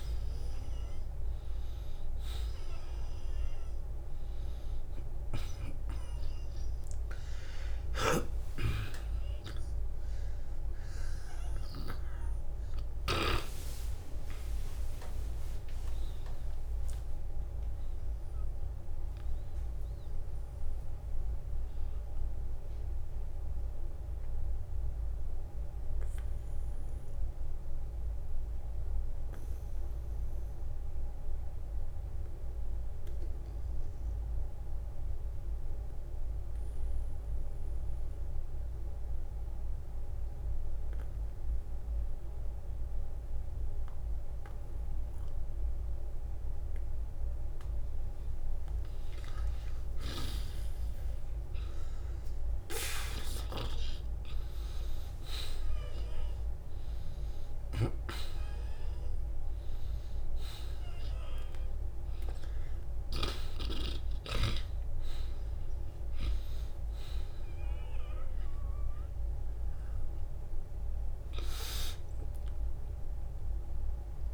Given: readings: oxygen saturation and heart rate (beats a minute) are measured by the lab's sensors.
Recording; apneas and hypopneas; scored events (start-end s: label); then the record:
a person partly awake in a sleep study, by a room microphone; 1
20.00-74.34 s: new sleep stage, N2 (light sleep)
21.50-47.00 s: mixed apnea (oxygen 95% before, 86% lowest, heart rate 60 before, 41 extreme, up 19 after)
27.00-29.00 s: long interval between heartbeats (device-marked, heart rate 58 before, 57 extreme)
30.00-45.00 s: oxygen desaturation (device-marked, oxygen 95% before, 90% lowest, heart rate 59 before, 41 extreme)
37.00-39.00 s: long interval between heartbeats (device-marked, heart rate 54 before, 54 extreme)
46.00-48.00 s: long interval between heartbeats (device-marked, heart rate 49 before, 50 extreme)
49.00-52.50 s: arousal
70.50-73.50 s: arousal
From the record:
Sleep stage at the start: awake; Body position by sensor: on the back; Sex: male